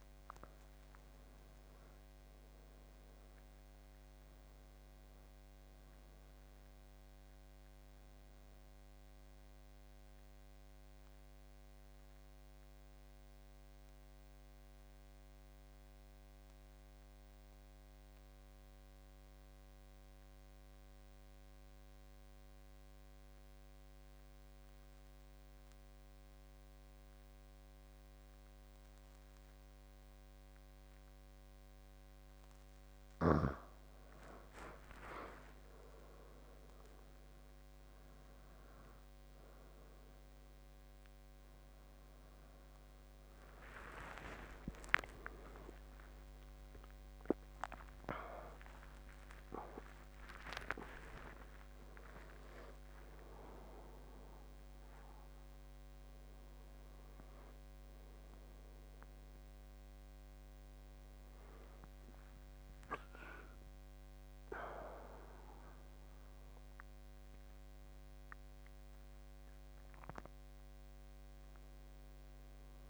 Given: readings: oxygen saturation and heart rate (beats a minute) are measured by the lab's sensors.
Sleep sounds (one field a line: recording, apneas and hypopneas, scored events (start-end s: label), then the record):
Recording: a person partly awake in a sleep study, by a microphone on the trachea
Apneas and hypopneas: 1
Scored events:
0.00-3.50 s: arousal
3.00-23.00 s: oxygen desaturation (device-marked, oxygen 96% before, 90% lowest, heart rate 80 before, 64 extreme)
9.50-31.50 s: mixed apnea (oxygen 96% before, 84% lowest, heart rate 85 before, 64 extreme, up 14 after)
34.00-67.00 s: oxygen desaturation (device-marked, oxygen 97% before, 84% lowest, heart rate 74 before, 67 extreme)
48.00-72.90 s: new sleep stage, awake
From the record:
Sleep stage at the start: N2 (light sleep)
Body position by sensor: on the back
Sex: male